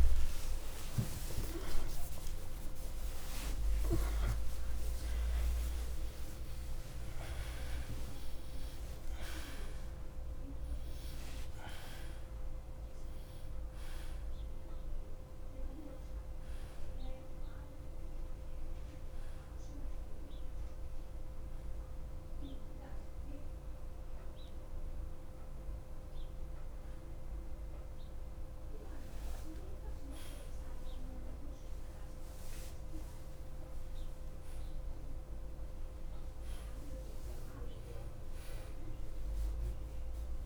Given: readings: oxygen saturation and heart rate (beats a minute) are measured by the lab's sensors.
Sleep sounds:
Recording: a person awake in a sleep study, by a room microphone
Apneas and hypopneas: none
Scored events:
0.00-2.50 s: oxygen desaturation (device-marked, oxygen 92% lowest, heart rate 57 extreme)
0.00-9.50 s: tachycardia (device-marked, heart rate 176 extreme)
20.50-34.50 s: oxygen desaturation (device-marked, oxygen 93% before, 88% lowest, heart rate 116 before, 52 extreme)
From the record:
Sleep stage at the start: awake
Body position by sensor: on the back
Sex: male

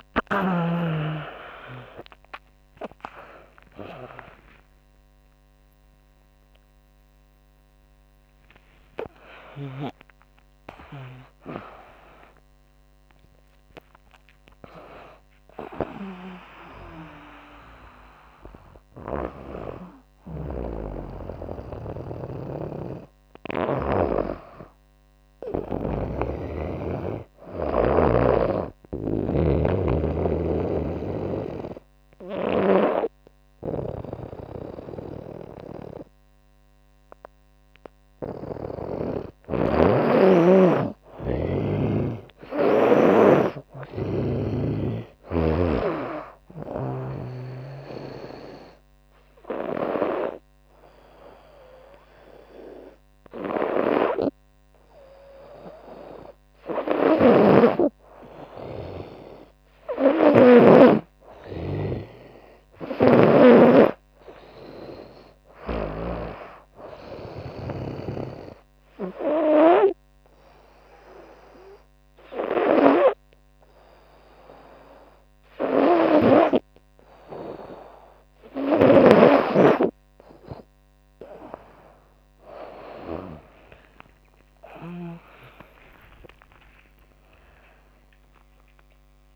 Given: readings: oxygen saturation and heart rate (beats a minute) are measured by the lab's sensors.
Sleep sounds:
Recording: breathing in sleep by a microphone on the trachea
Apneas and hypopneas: 3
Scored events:
0.00-4.00 s: arousal
0.00-10.00 s: tachycardia (device-marked, heart rate 174 extreme)
11.00-14.00 s: tachycardia (device-marked, heart rate 82 before, 117 extreme)
18.00-25.00 s: snoring (device-marked)
28.00-38.00 s: obstructive apnea (oxygen 97% before, 95% lowest, heart rate 99 before, 69 extreme, up 9 after)
29.50-38.00 s: snoring (device-marked)
40.00-43.50 s: snoring (device-marked)
40.50-43.50 s: arousal
46.00-56.00 s: obstructive apnea (heart rate 75 before, 72 extreme, up 2 after)
47.00-55.00 s: oxygen desaturation (device-marked, oxygen 98% before, 95% lowest, heart rate 75 before, 72 extreme)
56.00-65.50 s: snoring (device-marked)
58.50-62.50 s: arousal
66.50-78.50 s: hypopnea
81.00-89.36 s: tachycardia (device-marked, heart rate 80 before, 145 extreme)
82.50-84.50 s: long interval between heartbeats (device-marked, heart rate 76 before, 82 extreme)
85.50-87.50 s: long interval between heartbeats (device-marked, heart rate 80 before, 127 extreme)
87.50-89.36 s: long interval between heartbeats (device-marked, heart rate 85 before, 135 extreme)
From the record:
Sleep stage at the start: N2 (light sleep)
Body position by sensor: on the right side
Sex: female

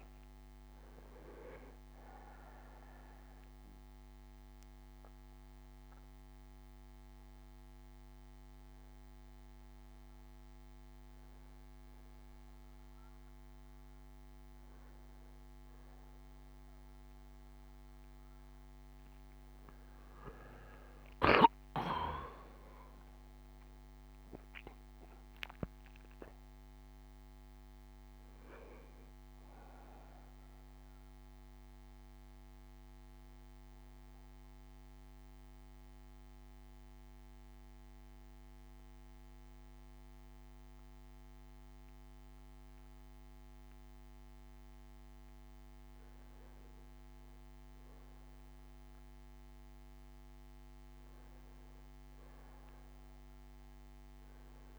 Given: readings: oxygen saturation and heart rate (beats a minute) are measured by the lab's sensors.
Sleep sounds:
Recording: breathing in sleep by a microphone on the trachea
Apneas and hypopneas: 2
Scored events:
2.50-14.00 s: hypopnea (oxygen 94% before, 92% lowest, heart rate 68 before, 57 extreme, up 0 after)
5.50-18.50 s: oxygen desaturation (device-marked, oxygen 97% before, 92% lowest, heart rate 69 before, 57 extreme)
16.50-24.50 s: bradycardia (device-marked, heart rate 63 before, 57 extreme)
18.00-23.00 s: arousal
33.00-43.50 s: obstructive apnea (oxygen 97% before, 91% lowest, heart rate 61 before, 55 extreme, up 7 after)
45.00-48.50 s: arousal
From the record:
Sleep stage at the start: N2 (light sleep)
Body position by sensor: on the back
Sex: male

